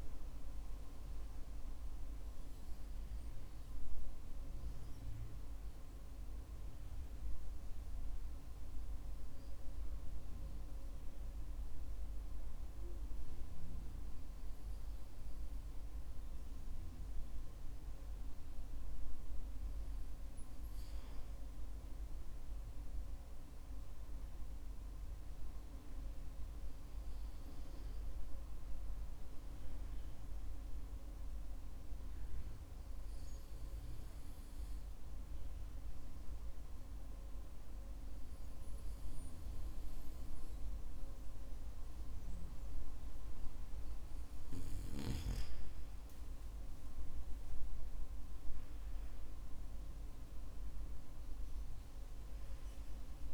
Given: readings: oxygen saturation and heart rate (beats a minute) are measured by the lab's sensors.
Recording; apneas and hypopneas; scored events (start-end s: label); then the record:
breathing in sleep, hard to hear, by a room microphone; 1
2.00-23.00 s: hypopnea (oxygen 95% before, 94% lowest, heart rate 57 before, 49 extreme, up 3 after)
26.50-30.50 s: arousal
From the record:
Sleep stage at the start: N2 (light sleep); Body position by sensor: on the back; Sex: male